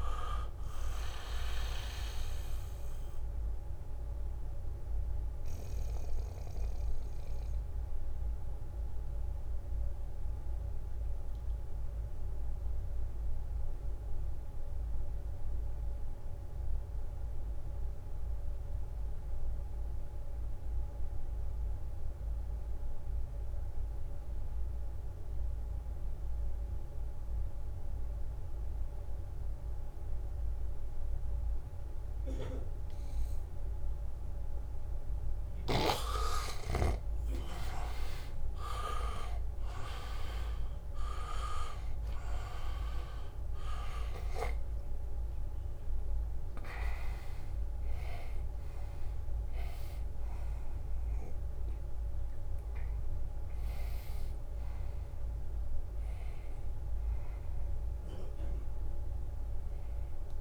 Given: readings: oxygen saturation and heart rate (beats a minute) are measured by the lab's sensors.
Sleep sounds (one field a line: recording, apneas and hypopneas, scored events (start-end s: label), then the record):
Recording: breathing in sleep by a room microphone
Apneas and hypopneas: 1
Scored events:
0.00-20.50 s: oxygen desaturation (device-marked, oxygen 76% lowest, heart rate 66 extreme)
5.00-35.00 s: mixed apnea (oxygen 99% before, 76% lowest, heart rate 69 before, 67 extreme, up 1 after)
25.50-60.41 s: oxygen desaturation (device-marked, oxygen 99% before, 77% lowest, heart rate 78 before, 67 extreme)
29.50-32.00 s: leg movement (device-marked)
37.00-41.50 s: arousal
From the record:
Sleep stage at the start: N2 (light sleep)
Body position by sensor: on the back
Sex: male